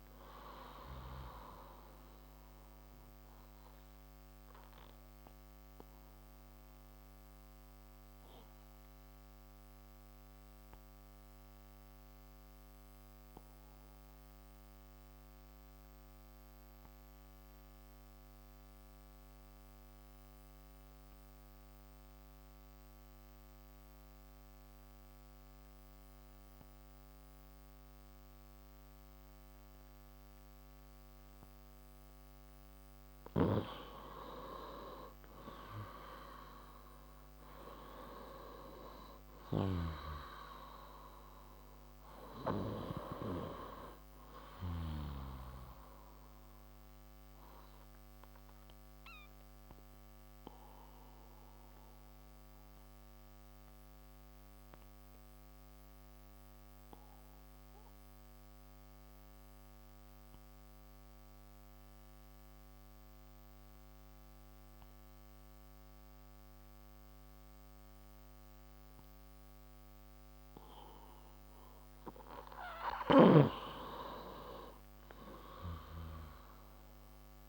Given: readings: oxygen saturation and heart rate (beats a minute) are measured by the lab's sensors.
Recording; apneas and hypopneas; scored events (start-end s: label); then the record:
breathing in sleep by a microphone on the trachea; 2
0.00-25.00 s: oxygen desaturation (device-marked, oxygen 88% lowest)
2.50-32.00 s: obstructive apnea (oxygen 98% before, 88% lowest)
35.50-39.50 s: arousal
47.00-72.50 s: obstructive apnea (oxygen 98% before, 90% lowest)
50.00-64.00 s: oxygen desaturation (device-marked, oxygen 95% before, 90% lowest)
73.00-77.49 s: snoring (device-marked)
74.00-77.49 s: arousal
From the record:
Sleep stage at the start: N2 (light sleep); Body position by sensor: on the left side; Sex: male